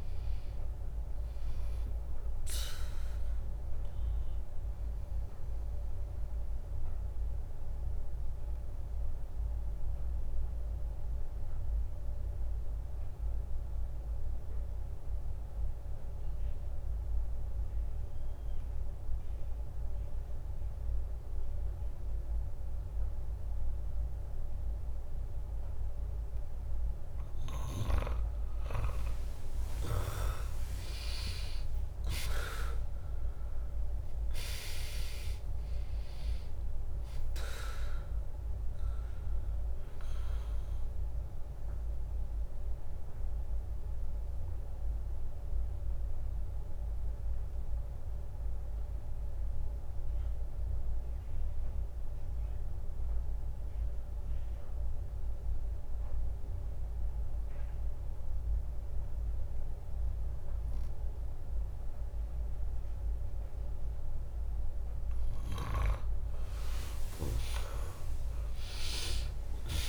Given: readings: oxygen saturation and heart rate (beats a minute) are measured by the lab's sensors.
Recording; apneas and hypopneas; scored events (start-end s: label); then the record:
breathing in sleep by a room microphone; 2
0.00-6.00 s: drop in pulse transit time (device-marked, heart rate 63 extreme)
4.50-26.00 s: obstructive apnea (oxygen 99% before, 95% lowest, heart rate 68 before, 62 extreme, up 0 after)
29.50-35.00 s: arousal
30.00-54.00 s: oxygen desaturation (device-marked, oxygen 100% before, 95% lowest, heart rate 65 before, 57 extreme)
31.00-43.00 s: drop in pulse transit time (device-marked, heart rate 65 before, 62 extreme)
42.50-65.00 s: obstructive apnea (oxygen 100% before, 95% lowest, heart rate 66 before, 57 extreme, up 5 after)
60.00-65.00 s: bradycardia (device-marked, heart rate 68 before, 57 extreme)
66.50-69.89 s: arousal
From the record:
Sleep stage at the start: N2 (light sleep); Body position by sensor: on the back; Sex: female